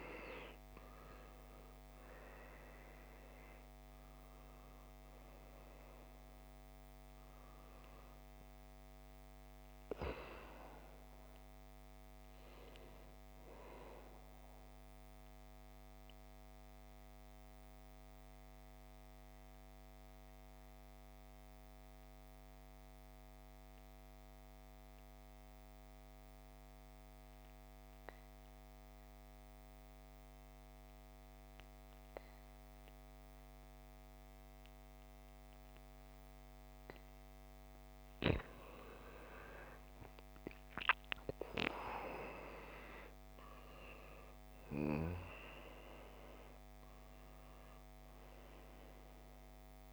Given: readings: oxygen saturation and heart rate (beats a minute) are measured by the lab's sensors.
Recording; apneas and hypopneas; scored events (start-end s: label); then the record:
breathing in sleep by a microphone on the trachea; 1
0.00-1.50 s: arousal
0.00-26.00 s: oxygen desaturation (device-marked, oxygen 81% lowest, heart rate 49 extreme)
14.00-38.00 s: mixed apnea (oxygen 98% before, 81% lowest, heart rate 65 before, 49 extreme, up 17 after)
39.00-43.50 s: arousal
40.00-49.93 s: oxygen desaturation (device-marked, oxygen 98% before, 83% lowest, heart rate 52 before, 49 extreme)
From the record:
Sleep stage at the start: N2 (light sleep); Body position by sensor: on the back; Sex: male